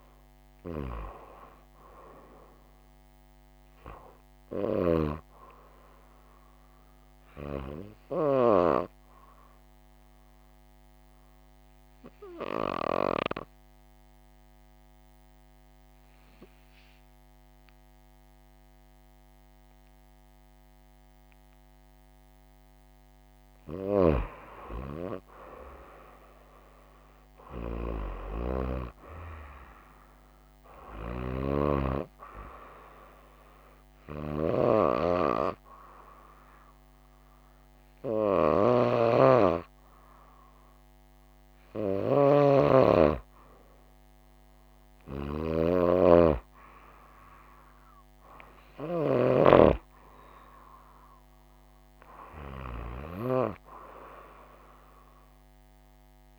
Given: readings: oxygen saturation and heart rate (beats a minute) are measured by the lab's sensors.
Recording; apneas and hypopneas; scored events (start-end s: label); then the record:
breathing in sleep by a microphone on the trachea; 2
5.50-8.50 s: arousal
11.50-23.50 s: obstructive apnea (oxygen 96% before, 93% lowest, heart rate 59 before, 53 extreme, up 4 after)
25.00-29.00 s: arousal
33.50-43.50 s: hypopnea (oxygen 96% before, 93% lowest, heart rate 57 before, 56 extreme, up 5 after)
45.50-49.00 s: arousal
From the record:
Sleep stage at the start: N2 (light sleep); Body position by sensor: on the right side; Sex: female